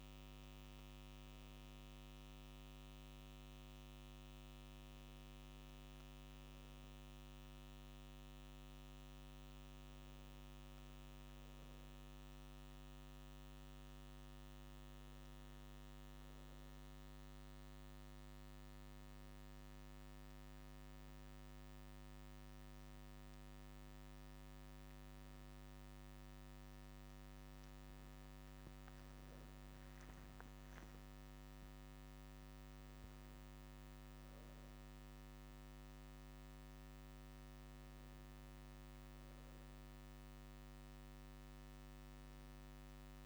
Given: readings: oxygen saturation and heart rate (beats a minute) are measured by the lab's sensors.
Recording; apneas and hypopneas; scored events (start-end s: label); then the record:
a person awake in a sleep study, hard to hear, by a microphone on the trachea; none
none scored
From the record:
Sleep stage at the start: awake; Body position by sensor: on the right side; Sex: male